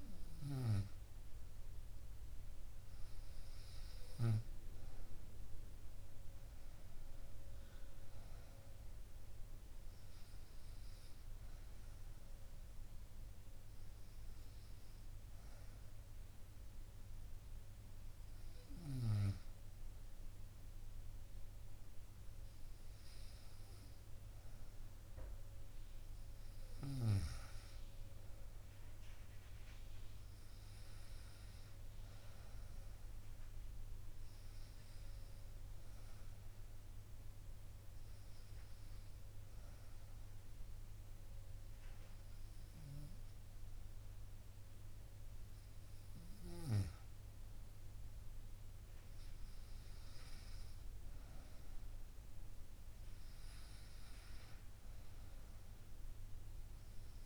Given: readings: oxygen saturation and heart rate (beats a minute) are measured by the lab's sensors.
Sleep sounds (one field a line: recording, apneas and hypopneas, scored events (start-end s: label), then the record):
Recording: breathing in sleep, hard to hear, by a room microphone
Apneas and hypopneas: none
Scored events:
none scored
From the record:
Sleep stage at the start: N2 (light sleep)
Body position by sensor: on the right side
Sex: female